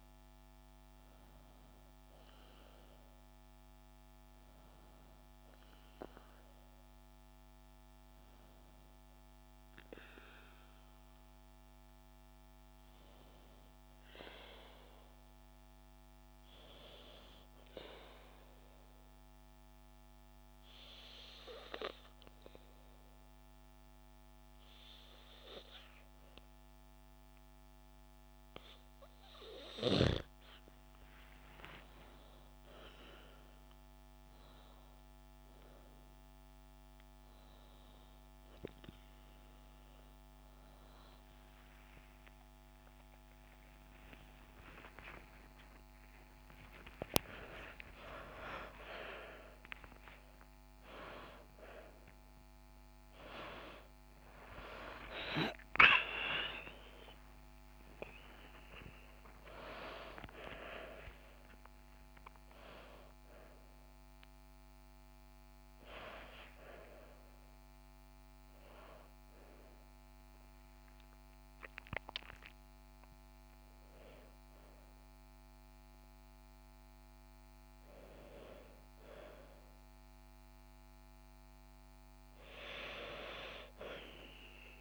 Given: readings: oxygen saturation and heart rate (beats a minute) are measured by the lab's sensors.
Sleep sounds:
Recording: a person partly awake in a sleep study, by a microphone on the trachea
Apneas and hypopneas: 1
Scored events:
18.00-28.50 s: obstructive apnea (oxygen 97% before, 94% lowest, heart rate 74 before, 70 extreme, up 9 after)
45.50-75.50 s: new sleep stage, awake
75.50-84.81 s: new sleep stage, N2 (light sleep)
From the record:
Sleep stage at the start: N2 (light sleep)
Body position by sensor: on the back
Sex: female

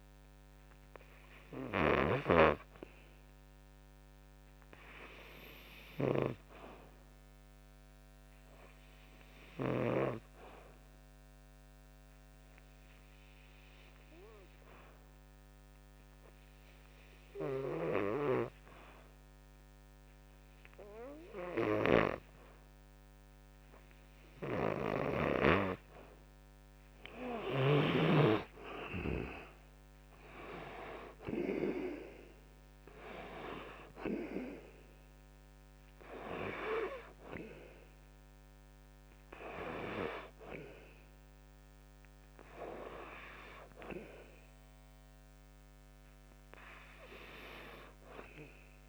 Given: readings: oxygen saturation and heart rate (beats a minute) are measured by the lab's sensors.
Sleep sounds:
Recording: breathing in sleep by a microphone on the trachea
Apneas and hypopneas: 1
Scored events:
0.00-14.00 s: oxygen desaturation (device-marked, oxygen 95% before, 89% lowest, heart rate 64 before, 56 extreme)
1.50-10.00 s: snoring (device-marked)
9.50-24.50 s: obstructive apnea (oxygen 95% before, 87% lowest, heart rate 63 before, 55 extreme, up 9 after)
28.00-32.00 s: arousal
34.00-48.89 s: oxygen desaturation (device-marked, oxygen 92% before, 87% lowest, heart rate 64 before, 56 extreme)
From the record:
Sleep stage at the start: N2 (light sleep)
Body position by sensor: on the back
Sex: male

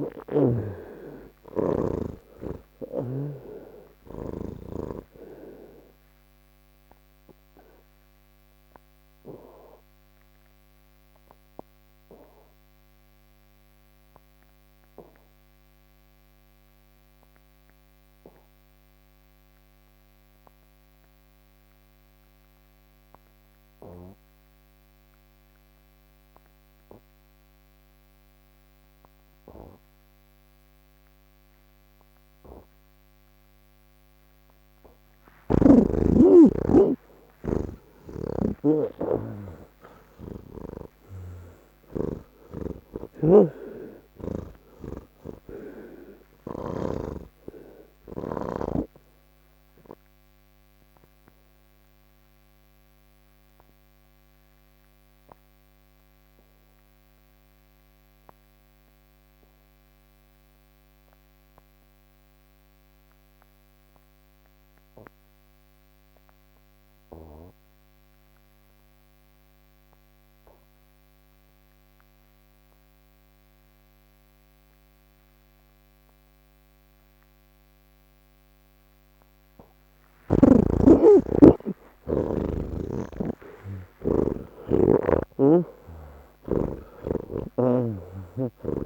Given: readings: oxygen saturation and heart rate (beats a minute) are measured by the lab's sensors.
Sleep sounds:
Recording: breathing in sleep by a microphone on the trachea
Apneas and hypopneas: none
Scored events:
0.00-1.50 s: snoring (device-marked)
0.00-22.50 s: oxygen desaturation (device-marked, oxygen 81% lowest, heart rate 70 extreme)
29.50-44.50 s: oxygen desaturation (device-marked, oxygen 98% before, 89% lowest, heart rate 72 before, 67 extreme)
42.50-46.50 s: snoring (device-marked)
46.50-67.50 s: oxygen desaturation (device-marked, oxygen 93% before, 79% lowest, heart rate 79 before, 48 extreme)
78.50-88.50 s: oxygen desaturation (device-marked, oxygen 99% before, 87% lowest, heart rate 70 before, 48 extreme)
87.00-88.85 s: snoring (device-marked)
From the record:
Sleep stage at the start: N3 (deep sleep)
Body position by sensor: on the back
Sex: male

